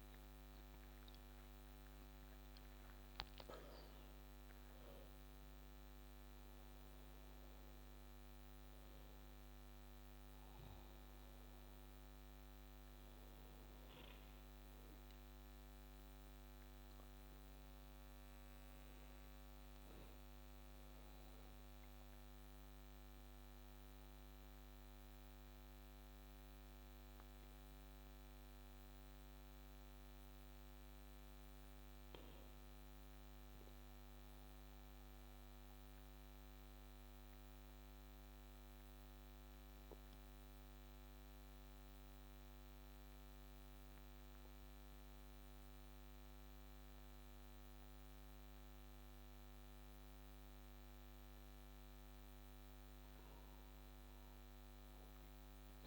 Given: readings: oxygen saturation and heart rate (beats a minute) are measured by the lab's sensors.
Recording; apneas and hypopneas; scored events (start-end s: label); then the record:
breathing in sleep, hard to hear, by a microphone on the trachea; 1
29.50-32.50 s: arousal
29.50-55.87 s: new sleep stage, N2 (light sleep)
34.50-51.00 s: obstructive apnea (oxygen 98% before, 95% lowest, heart rate 30 before, 32 extreme, up 11 after)
53.50-55.87 s: arousal
From the record:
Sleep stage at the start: N1 (lightest sleep); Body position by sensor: on the back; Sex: male